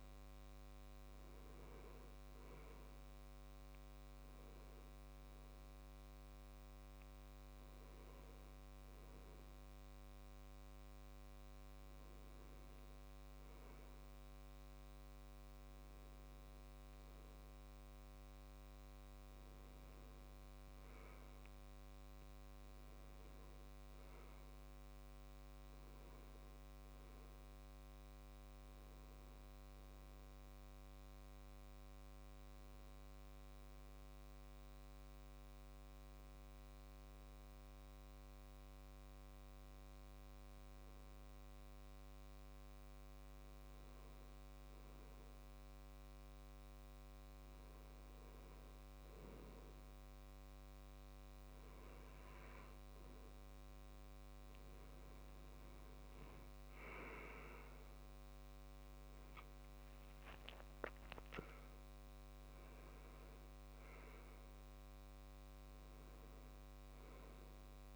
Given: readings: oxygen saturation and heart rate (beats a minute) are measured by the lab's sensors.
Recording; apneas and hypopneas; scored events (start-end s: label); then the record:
breathing in sleep, hard to hear, by a microphone on the trachea; 1
20.50-24.00 s: arousal
31.50-46.00 s: hypopnea (oxygen 98% before, 95% lowest, heart rate 70 before, 69 extreme, up 2 after)
52.00-67.96 s: oxygen desaturation (device-marked, oxygen 98% before, 95% lowest, heart rate 70 before, 67 extreme)
55.00-60.00 s: arousal
From the record:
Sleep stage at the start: N2 (light sleep); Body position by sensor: on the left side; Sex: male